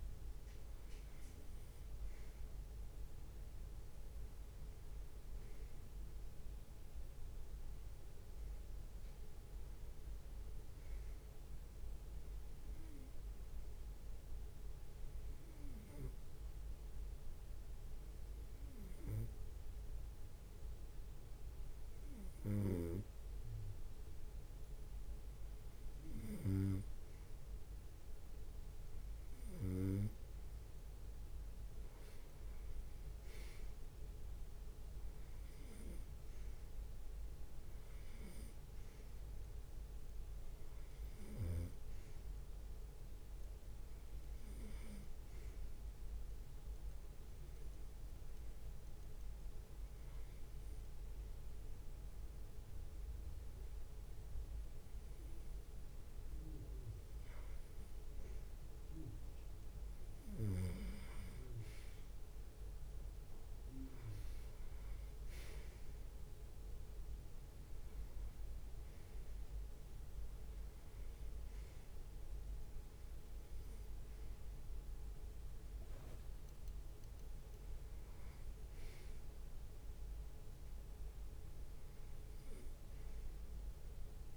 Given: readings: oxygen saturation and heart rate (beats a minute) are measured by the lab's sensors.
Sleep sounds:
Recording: breathing in sleep by a room microphone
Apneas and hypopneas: 2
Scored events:
15.50-28.50 s: hypopnea (oxygen 92% before, 89% lowest)
32.00-36.00 s: arousal
32.50-35.00 s: leg movement (device-marked)
37.00-52.00 s: bradycardia (device-marked)
47.00-58.00 s: hypopnea (oxygen 92% before, 89% lowest)
48.00-51.00 s: leg movement (device-marked)
63.00-68.00 s: arousal
78.00-84.37 s: bradycardia (device-marked)
81.00-83.00 s: long interval between heartbeats (device-marked)
From the record:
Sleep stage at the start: REM sleep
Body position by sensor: on the right side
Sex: male

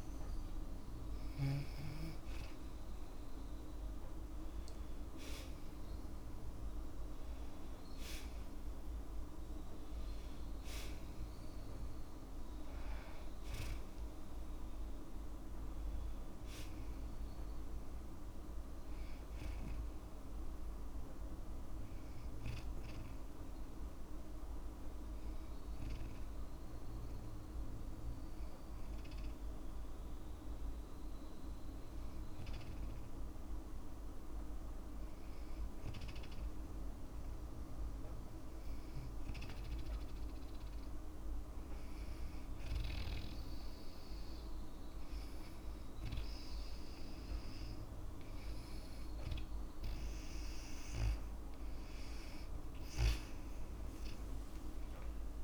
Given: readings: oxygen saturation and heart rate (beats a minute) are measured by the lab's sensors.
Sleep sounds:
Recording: breathing in sleep, hard to hear, by a room microphone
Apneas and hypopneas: 1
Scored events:
0.00-1.00 s: snoring (device-marked)
0.00-2.50 s: arousal
23.50-35.50 s: hypopnea (oxygen 97% before, 93% lowest, heart rate 56 before, 52 extreme, up 1 after)
39.00-42.00 s: arousal
From the record:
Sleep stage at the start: N2 (light sleep)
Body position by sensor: on the back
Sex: female

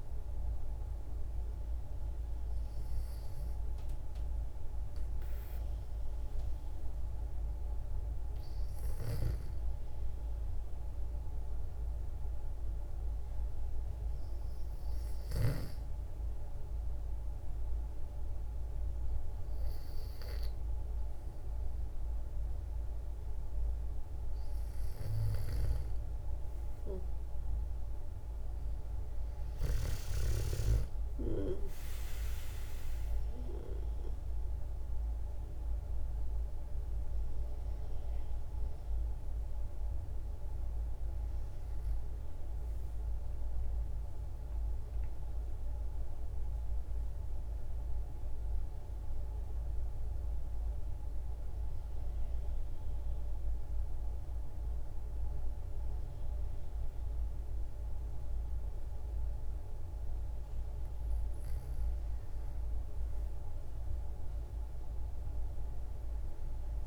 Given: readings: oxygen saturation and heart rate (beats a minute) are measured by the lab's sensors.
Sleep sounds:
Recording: breathing in sleep by a room microphone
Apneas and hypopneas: 1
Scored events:
29.00-33.00 s: arousal
33.00-51.00 s: oxygen desaturation (device-marked, oxygen 94% before, 91% lowest, heart rate 61 before, 61 extreme)
44.50-60.00 s: mixed apnea (oxygen 95% before, 92% lowest, heart rate 65 before, 60 extreme, up 1 after)
61.00-64.50 s: arousal
From the record:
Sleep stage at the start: N2 (light sleep)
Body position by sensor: on the back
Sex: female

